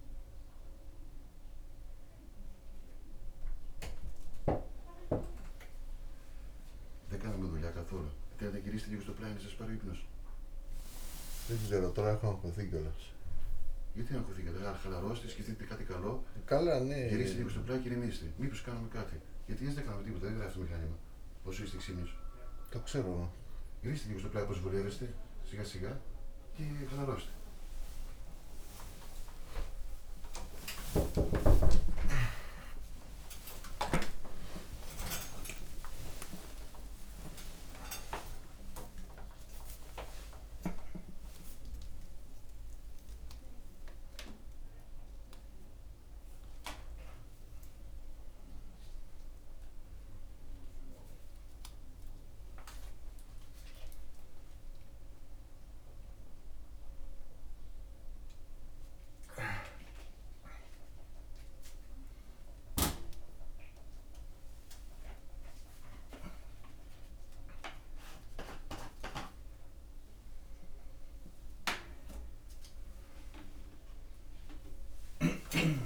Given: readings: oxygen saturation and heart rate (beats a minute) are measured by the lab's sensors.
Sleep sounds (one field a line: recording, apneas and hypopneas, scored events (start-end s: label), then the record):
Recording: a person awake in a sleep study, by a room microphone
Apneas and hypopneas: none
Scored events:
13.00-75.86 s: new sleep stage, awake
From the record:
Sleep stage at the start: N2 (light sleep)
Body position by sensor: on the back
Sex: male